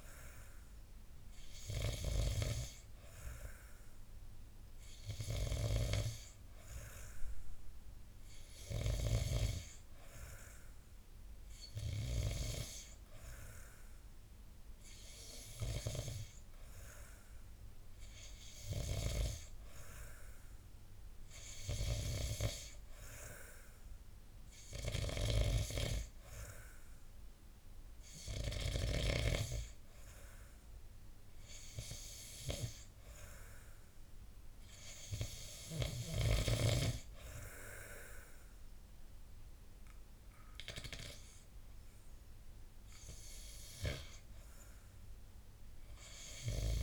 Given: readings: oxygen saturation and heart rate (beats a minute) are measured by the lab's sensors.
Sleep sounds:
breathing in sleep by a room microphone; none
none scored
From the record:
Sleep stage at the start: N2 (light sleep); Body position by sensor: on the back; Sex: male

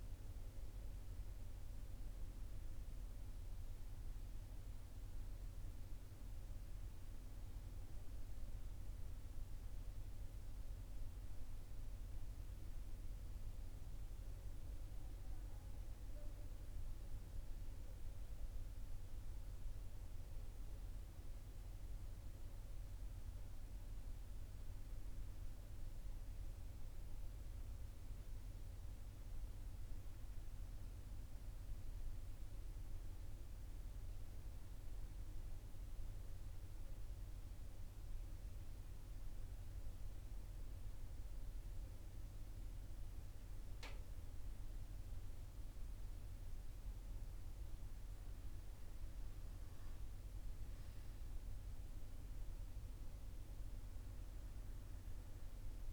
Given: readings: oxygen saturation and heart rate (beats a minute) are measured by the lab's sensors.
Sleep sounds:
breathing in sleep, hard to hear, by a room microphone; none
none scored
From the record:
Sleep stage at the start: N1 (lightest sleep); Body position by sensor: on the right side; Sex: male

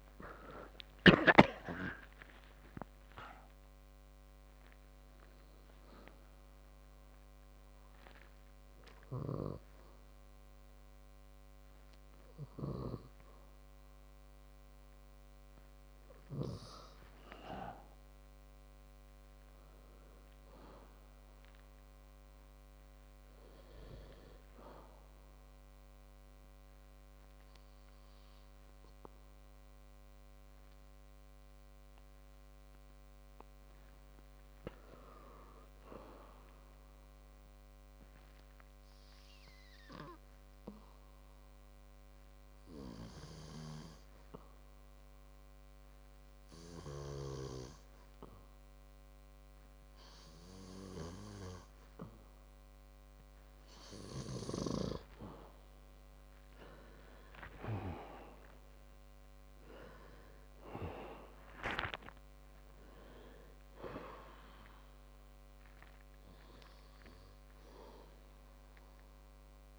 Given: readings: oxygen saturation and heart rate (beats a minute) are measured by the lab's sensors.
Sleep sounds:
breathing in sleep by a microphone on the trachea; 2
18.50-21.00 s: arousal
24.50-35.00 s: hypopnea (oxygen 98% before, 96% lowest, heart rate 63 before, 58 extreme, up 5 after)
36.50-39.50 s: arousal
43.50-55.00 s: hypopnea (oxygen 99% before, 96% lowest, heart rate 61 before, 53 extreme, up 12 after)
57.00-61.00 s: arousal
From the record:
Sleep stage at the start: N2 (light sleep); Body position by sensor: on the back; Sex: male

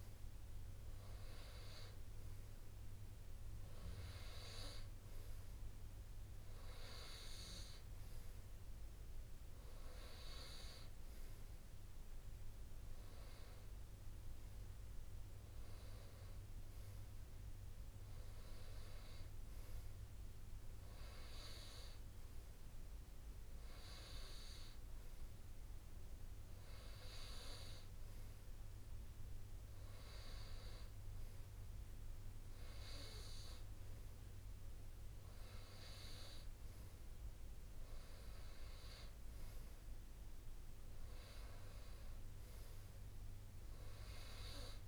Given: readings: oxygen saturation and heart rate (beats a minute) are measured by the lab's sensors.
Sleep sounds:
breathing in sleep by a room microphone; none
none scored
From the record:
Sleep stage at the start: N2 (light sleep); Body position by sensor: on the right side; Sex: male

